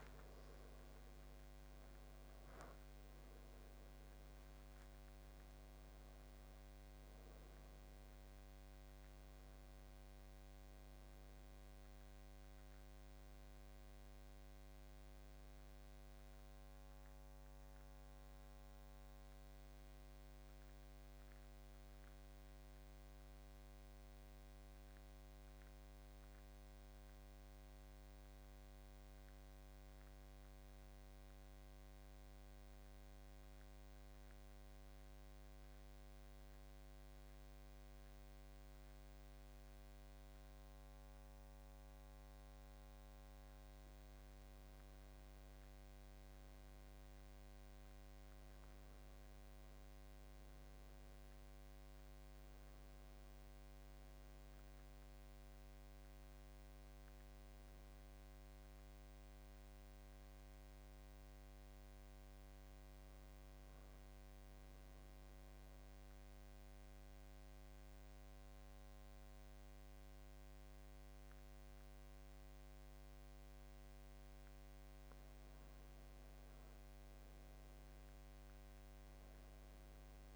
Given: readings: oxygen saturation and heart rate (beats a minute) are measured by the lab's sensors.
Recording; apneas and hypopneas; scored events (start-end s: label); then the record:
a person partly awake in a sleep study, hard to hear, by a microphone on the trachea; 2
0.00-21.00 s: oxygen desaturation (device-marked, oxygen 86% lowest, heart rate 77 extreme)
29.00-80.36 s: new sleep stage, N2 (light sleep)
32.50-44.00 s: central apnea (oxygen 98% before, 91% lowest, heart rate 83 before, 76 extreme, up 10 after)
48.00-51.50 s: arousal
50.00-64.00 s: oxygen desaturation (device-marked, oxygen 96% before, 92% lowest, heart rate 81 before, 76 extreme)
57.00-75.50 s: mixed apnea (oxygen 98% before, 88% lowest, heart rate 82 before, 75 extreme, up 9 after)
76.50-80.00 s: arousal
78.00-80.36 s: oxygen desaturation (device-marked, oxygen 95% before, 91% lowest, heart rate 80 before, 75 extreme)
From the record:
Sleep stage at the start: awake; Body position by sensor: on the back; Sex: male